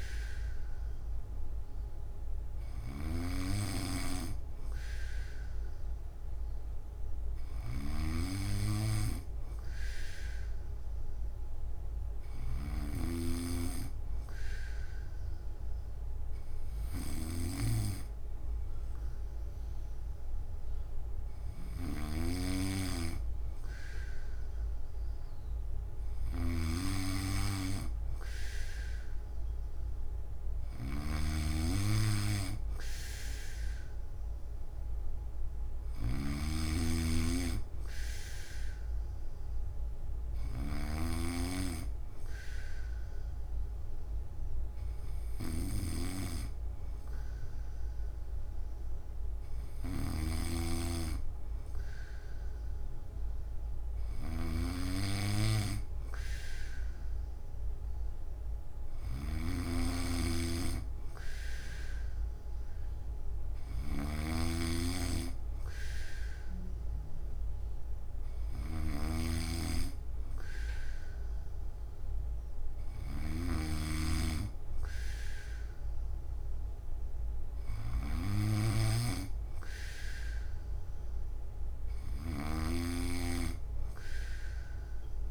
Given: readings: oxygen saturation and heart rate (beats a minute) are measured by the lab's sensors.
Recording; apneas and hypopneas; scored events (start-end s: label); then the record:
breathing in sleep by a room microphone; none
0.00-85.31 s: snoring (device-marked)
From the record:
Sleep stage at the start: N1 (lightest sleep); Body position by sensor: on the back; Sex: male